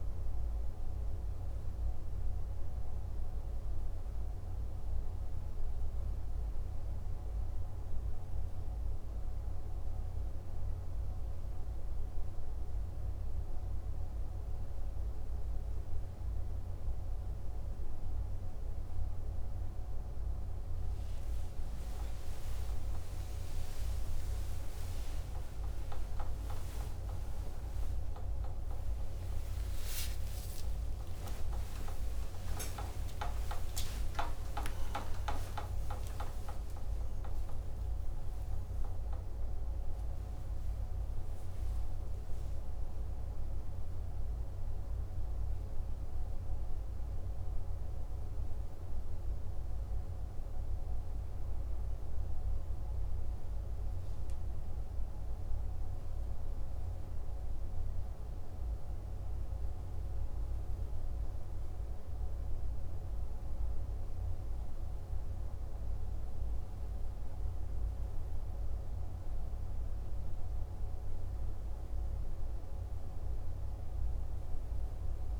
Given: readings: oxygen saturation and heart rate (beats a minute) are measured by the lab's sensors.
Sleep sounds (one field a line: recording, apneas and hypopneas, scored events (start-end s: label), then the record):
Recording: a person partly awake in a sleep study, hard to hear, by a room microphone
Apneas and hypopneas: none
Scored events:
6.00-36.00 s: new sleep stage, awake
33.50-35.50 s: long interval between heartbeats (device-marked, heart rate 65 before, 87 extreme)
36.00-66.00 s: new sleep stage, N1 (lightest sleep)
66.00-75.40 s: new sleep stage, N2 (light sleep)
From the record:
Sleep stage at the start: REM sleep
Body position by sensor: on the left side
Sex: male